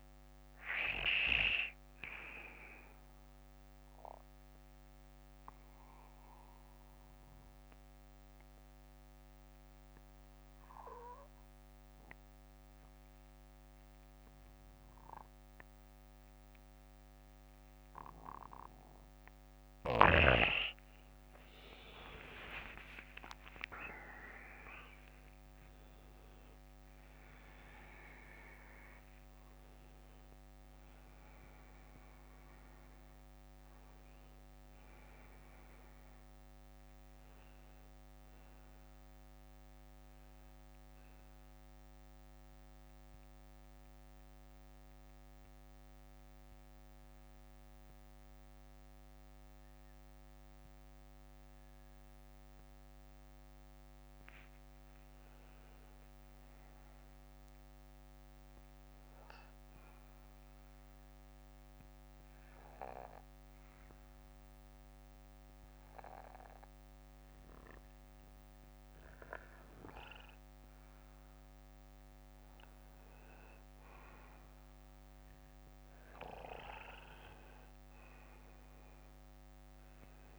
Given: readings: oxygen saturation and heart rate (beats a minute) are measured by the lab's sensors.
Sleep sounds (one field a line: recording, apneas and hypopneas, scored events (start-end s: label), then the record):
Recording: breathing in sleep by a microphone on the trachea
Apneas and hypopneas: 3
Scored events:
1.00-10.00 s: bradycardia (device-marked, heart rate 61 before, 53 extreme)
9.00-22.00 s: mixed apnea (oxygen 97% before, 90% lowest, heart rate 59 before, 46 extreme, up 22 after)
11.00-18.00 s: bradycardia (device-marked, heart rate 60 before, 52 extreme)
23.00-28.50 s: arousal
30.00-39.00 s: oxygen desaturation (device-marked, oxygen 96% before, 92% lowest, heart rate 60 before, 46 extreme)
37.00-48.00 s: bradycardia (device-marked, heart rate 60 before, 46 extreme)
41.00-56.00 s: oxygen desaturation (device-marked, oxygen 94% before, 90% lowest, heart rate 65 before, 49 extreme)
42.50-53.50 s: central apnea (oxygen 96% before, 90% lowest, heart rate 65 before, 52 extreme, up 22 after)
49.00-54.00 s: bradycardia (device-marked, heart rate 60 before, 52 extreme)
55.50-58.50 s: arousal
60.00-69.00 s: bradycardia (device-marked, heart rate 60 before, 54 extreme)
61.00-72.00 s: obstructive apnea (oxygen 98% before, 93% lowest, heart rate 56 before, 48 extreme, up 10 after)
73.50-77.00 s: arousal
From the record:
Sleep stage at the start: N2 (light sleep)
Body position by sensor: on the back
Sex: male